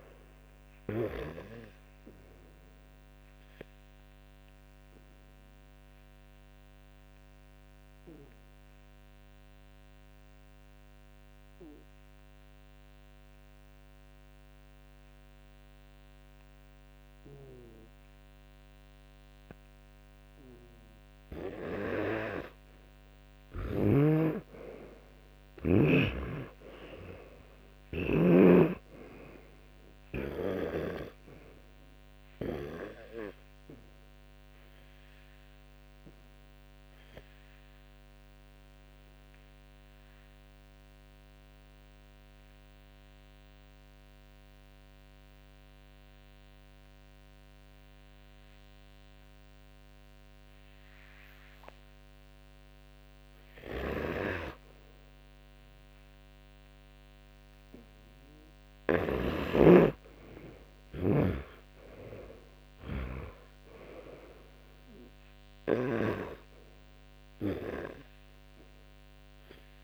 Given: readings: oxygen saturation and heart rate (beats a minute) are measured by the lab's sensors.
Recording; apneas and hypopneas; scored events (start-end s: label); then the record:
breathing in sleep by a microphone on the trachea; 2
4.50-19.50 s: oxygen desaturation (device-marked, oxygen 98% before, 91% lowest, heart rate 66 before, 56 extreme)
5.50-21.50 s: obstructive apnea (oxygen 98% before, 90% lowest, heart rate 66 before, 56 extreme, up 14 after)
23.50-26.50 s: arousal
26.00-31.00 s: snoring (device-marked)
35.50-53.50 s: obstructive apnea (oxygen 95% before, 92% lowest, heart rate 62 before, 53 extreme, up 5 after)
50.50-60.50 s: oxygen desaturation (device-marked, oxygen 96% before, 92% lowest, heart rate 61 before, 53 extreme)
53.50-59.00 s: snoring (device-marked)
55.50-59.00 s: arousal
61.00-66.00 s: snoring (device-marked)
From the record:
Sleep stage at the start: N2 (light sleep); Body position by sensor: on the back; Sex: male